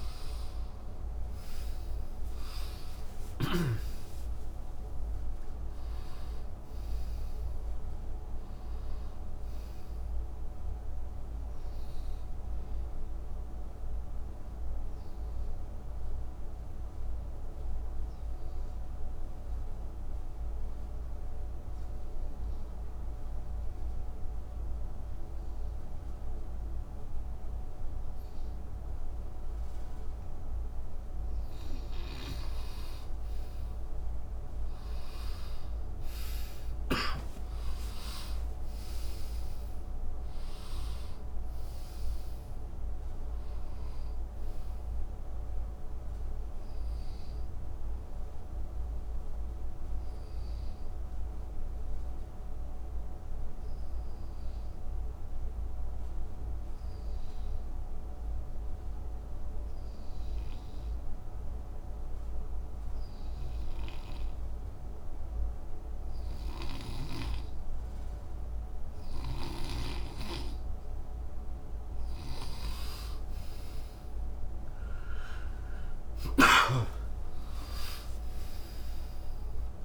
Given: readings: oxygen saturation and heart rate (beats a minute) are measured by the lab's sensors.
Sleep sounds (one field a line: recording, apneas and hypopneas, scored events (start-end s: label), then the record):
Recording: breathing in sleep by a room microphone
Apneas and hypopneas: 2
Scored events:
1.00-6.00 s: arousal
2.00-25.00 s: oxygen desaturation (device-marked, oxygen 96% before, 90% lowest, heart rate 67 before, 56 extreme)
14.50-32.00 s: obstructive apnea (oxygen 96% before, 87% lowest, heart rate 73 before, 54 extreme, up 21 after)
34.00-38.50 s: arousal
36.00-59.00 s: oxygen desaturation (device-marked, oxygen 96% before, 87% lowest, heart rate 60 before, 54 extreme)
48.50-71.00 s: obstructive apnea (oxygen 96% before, 85% lowest, heart rate 70 before, 54 extreme, up 39 after)
69.00-76.50 s: snoring (device-marked)
72.00-79.85 s: oxygen desaturation (device-marked, oxygen 96% before, 88% lowest, heart rate 62 before, 54 extreme)
74.00-79.85 s: arousal
From the record:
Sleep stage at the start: N2 (light sleep)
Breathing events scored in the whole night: 366 in 5.9 hours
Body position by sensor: on the right side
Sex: male